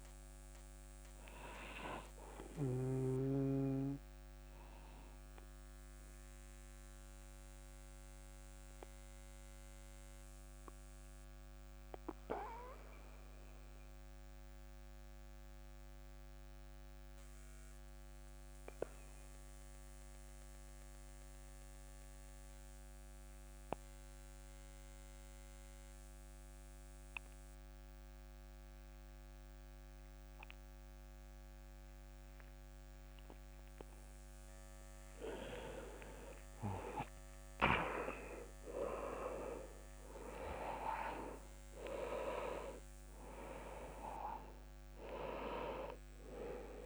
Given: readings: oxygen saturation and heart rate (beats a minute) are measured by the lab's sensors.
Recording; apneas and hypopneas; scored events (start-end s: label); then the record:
breathing in sleep by a microphone on the trachea; 1
0.00-16.50 s: oxygen desaturation (device-marked, oxygen 91% lowest)
4.00-33.50 s: obstructive apnea (oxygen 99% before, 91% lowest, heart rate 37 before, 27 extreme, up 23 after)
36.50-41.50 s: arousal
37.50-46.86 s: oxygen desaturation (device-marked, oxygen 99% before, 91% lowest)
From the record:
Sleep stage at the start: N2 (light sleep); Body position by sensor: on the back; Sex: male